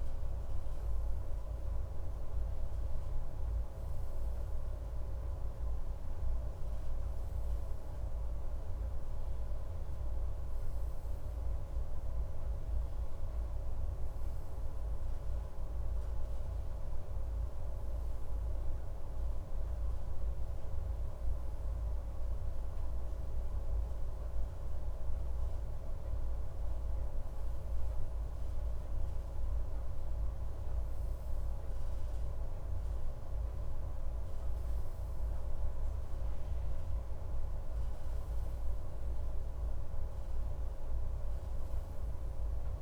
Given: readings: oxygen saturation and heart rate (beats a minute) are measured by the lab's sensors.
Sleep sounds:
a person awake in a sleep study, hard to hear, by a room microphone; none
none scored
From the record:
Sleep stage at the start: awake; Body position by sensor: on the left side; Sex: male

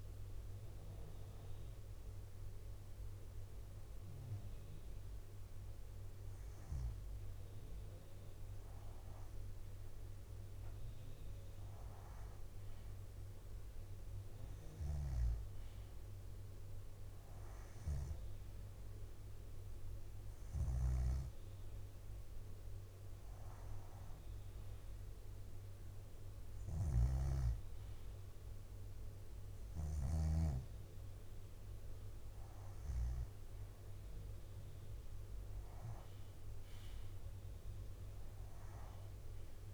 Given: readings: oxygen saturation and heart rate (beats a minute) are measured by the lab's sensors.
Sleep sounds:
breathing in sleep by a room microphone; none
5.00-8.00 s: bradycardia (device-marked, heart rate 64 before, 61 extreme)
14.00-16.00 s: bradycardia (device-marked, heart rate 64 before, 61 extreme)
20.50-30.00 s: snoring (device-marked)
From the record:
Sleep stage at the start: REM sleep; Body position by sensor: on the back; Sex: female

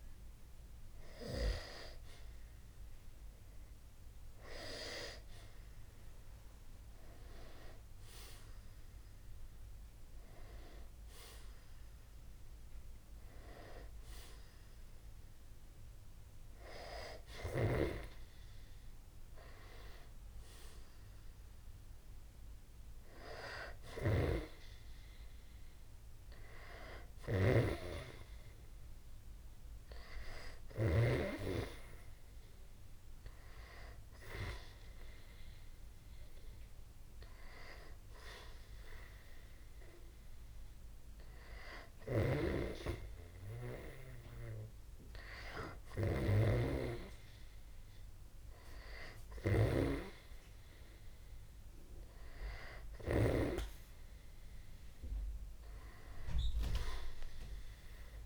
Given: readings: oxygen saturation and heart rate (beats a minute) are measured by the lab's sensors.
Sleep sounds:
breathing in sleep by a room microphone; none
23.50-30.50 s: snoring (device-marked)
41.50-53.00 s: snoring (device-marked)
From the record:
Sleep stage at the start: N2 (light sleep); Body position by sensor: on the back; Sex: male

